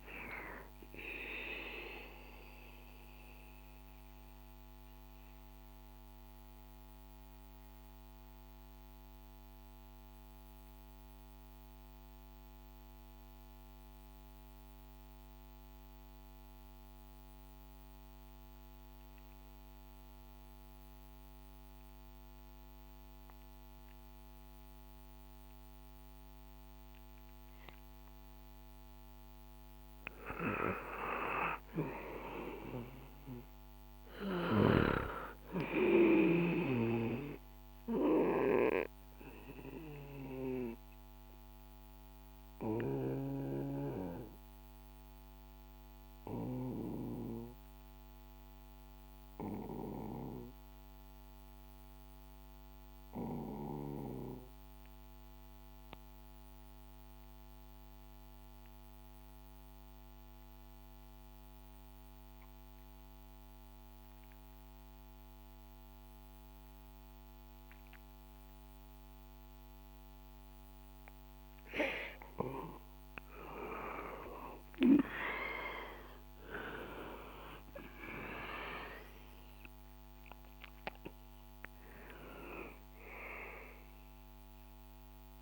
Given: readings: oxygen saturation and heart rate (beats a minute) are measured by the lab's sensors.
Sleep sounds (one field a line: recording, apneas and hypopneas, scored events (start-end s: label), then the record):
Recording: breathing in sleep by a microphone on the trachea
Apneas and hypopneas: 2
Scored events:
0.00-14.00 s: oxygen desaturation (device-marked, oxygen 89% lowest, heart rate 61 extreme)
2.50-28.50 s: mixed apnea (oxygen 97% before, 89% lowest, heart rate 67 before, 62 extreme, up 5 after)
30.50-35.00 s: arousal
34.00-57.00 s: oxygen desaturation (device-marked, oxygen 97% before, 92% lowest, heart rate 64 before, 63 extreme)
39.50-70.50 s: obstructive apnea (oxygen 99% before, 89% lowest, heart rate 65 before, 57 extreme, up 8 after)
73.00-78.50 s: arousal
75.00-85.42 s: oxygen desaturation (device-marked, oxygen 95% before, 89% lowest, heart rate 64 before, 57 extreme)
From the record:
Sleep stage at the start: N2 (light sleep)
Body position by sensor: on the back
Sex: male